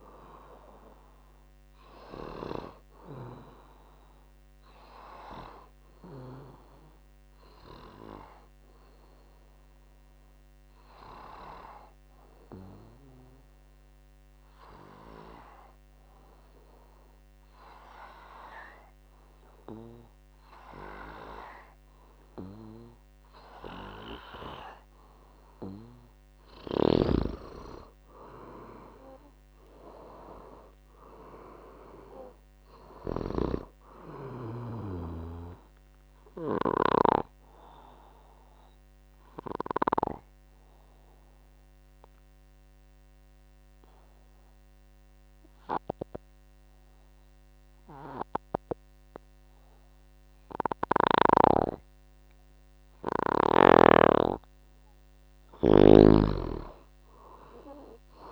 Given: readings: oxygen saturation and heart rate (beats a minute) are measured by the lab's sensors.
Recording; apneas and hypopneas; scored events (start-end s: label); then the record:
breathing in sleep by a microphone on the trachea; 2
0.00-18.00 s: oxygen desaturation (device-marked, oxygen 88% lowest, heart rate 61 extreme)
5.00-25.50 s: obstructive apnea (oxygen 98% before, 88% lowest, heart rate 66 before, 61 extreme, up 12 after)
28.00-31.50 s: arousal
32.00-53.00 s: oxygen desaturation (device-marked, oxygen 98% before, 89% lowest, heart rate 64 before, 57 extreme)
37.50-53.50 s: obstructive apnea (oxygen 98% before, 88% lowest, heart rate 67 before, 57 extreme, up 9 after)
55.50-58.32 s: arousal
From the record:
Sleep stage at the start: N2 (light sleep); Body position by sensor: on the back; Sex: male